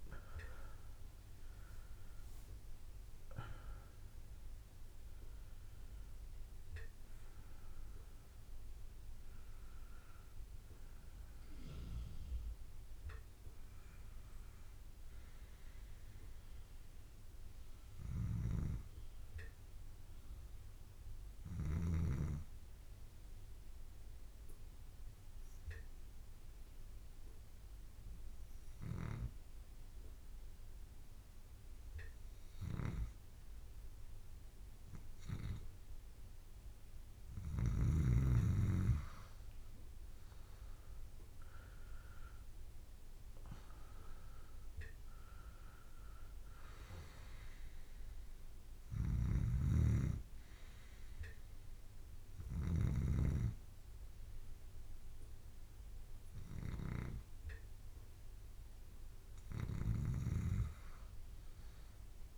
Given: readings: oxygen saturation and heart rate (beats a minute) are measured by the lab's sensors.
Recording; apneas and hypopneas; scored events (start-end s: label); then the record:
breathing in sleep by a room microphone; 1
0.00-1.50 s: arousal
0.00-28.00 s: oxygen desaturation (device-marked, oxygen 98% before, 92% lowest)
23.00-35.00 s: obstructive apnea (oxygen 97% before, 93% lowest)
39.00-43.00 s: arousal
46.00-62.38 s: oxygen desaturation (device-marked, oxygen 98% before, 93% lowest)
49.00-53.00 s: snoring (device-marked)
From the record:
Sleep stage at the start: N2 (light sleep); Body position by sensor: on the left side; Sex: male